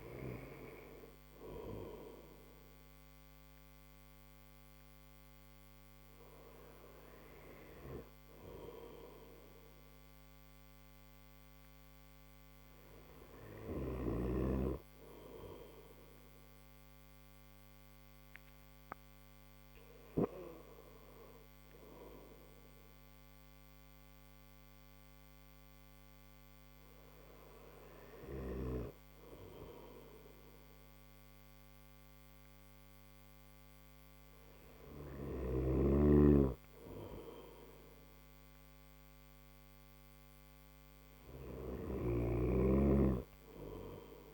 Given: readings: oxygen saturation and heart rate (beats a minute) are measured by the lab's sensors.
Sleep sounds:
breathing in sleep by a microphone on the trachea; none
none scored
From the record:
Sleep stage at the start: N1 (lightest sleep); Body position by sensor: on the right side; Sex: male

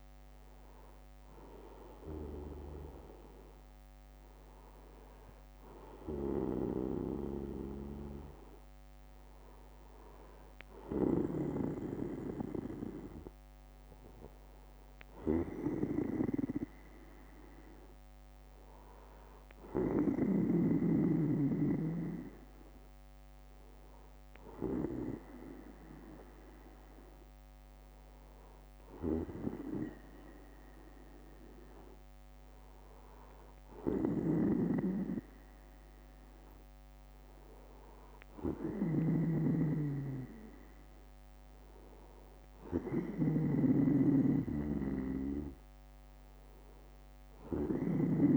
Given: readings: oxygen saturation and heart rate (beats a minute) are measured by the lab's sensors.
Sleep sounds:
breathing in sleep by a microphone on the trachea; none
10.50-12.50 s: bradycardia (device-marked, heart rate 66 before, 59 extreme)
14.50-16.50 s: bradycardia (device-marked, heart rate 66 before, 59 extreme)
26.50-28.50 s: bradycardia (device-marked, heart rate 65 before, 58 extreme)
36.50-38.50 s: bradycardia (device-marked, heart rate 65 before, 64 extreme)
41.50-43.50 s: bradycardia (device-marked, heart rate 65 before, 63 extreme)
46.50-48.37 s: bradycardia (device-marked, heart rate 65 before, 62 extreme)
From the record:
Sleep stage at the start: N2 (light sleep); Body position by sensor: on the back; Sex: male

